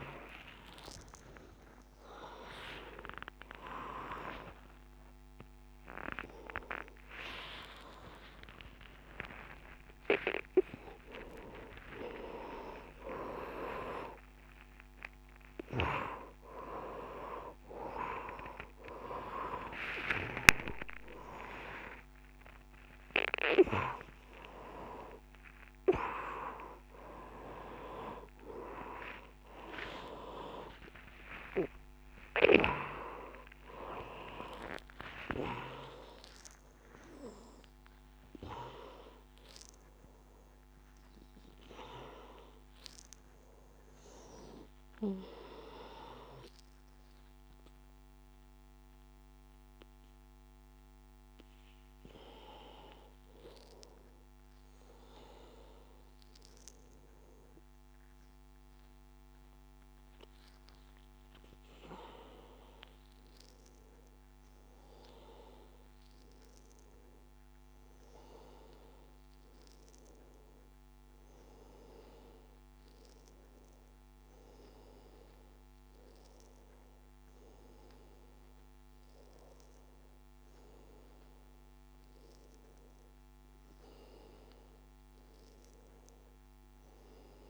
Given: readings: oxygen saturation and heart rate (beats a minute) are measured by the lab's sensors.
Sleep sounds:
a person awake in a sleep study, by a microphone on the trachea; none
71.50-87.50 s: new sleep stage, N1 (lightest sleep)
From the record:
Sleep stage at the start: awake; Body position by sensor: on the back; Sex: male

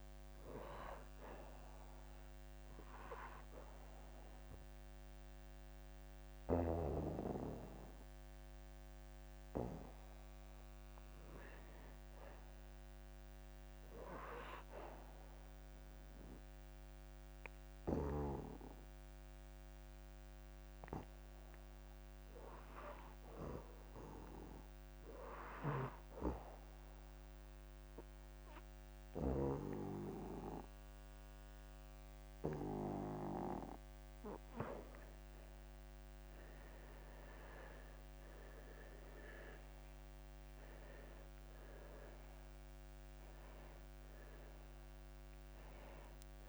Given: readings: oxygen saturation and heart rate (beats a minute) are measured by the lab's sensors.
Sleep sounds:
breathing in sleep by a microphone on the trachea; 2
0.00-19.50 s: oxygen desaturation (device-marked, oxygen 89% lowest)
2.50-12.50 s: obstructive apnea (oxygen 97% before, 86% lowest)
20.50-23.50 s: arousal
26.50-36.50 s: obstructive apnea (oxygen 93% before, 86% lowest)
37.50-46.49 s: oxygen desaturation (device-marked, oxygen 92% before, 86% lowest)
40.00-44.00 s: arousal
From the record:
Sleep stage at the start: N2 (light sleep); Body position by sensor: on the back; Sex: male

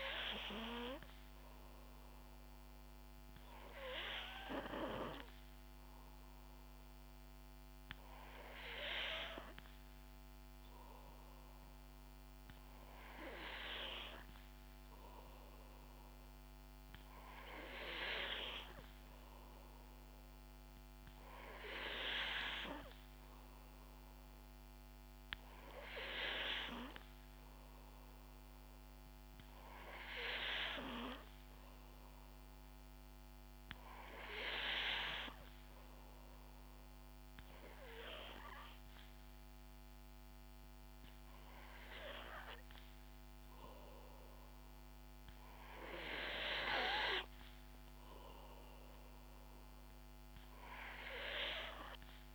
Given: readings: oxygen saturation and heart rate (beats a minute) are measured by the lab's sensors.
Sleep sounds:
breathing in sleep by a microphone on the trachea; none
none scored
From the record:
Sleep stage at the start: N3 (deep sleep); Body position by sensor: on the back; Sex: female

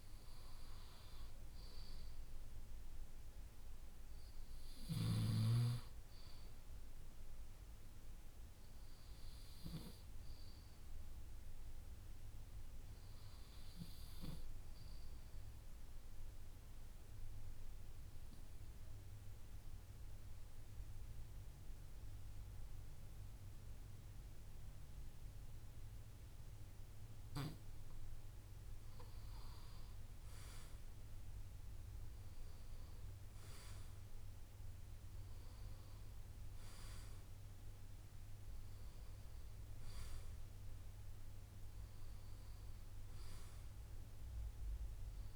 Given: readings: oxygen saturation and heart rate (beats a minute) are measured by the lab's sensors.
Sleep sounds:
breathing in sleep, hard to hear, by a room microphone; 1
16.00-28.50 s: obstructive apnea (oxygen 96% before, 92% lowest)
30.50-33.50 s: arousal
From the record:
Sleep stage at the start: N2 (light sleep); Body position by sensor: on the left side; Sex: male

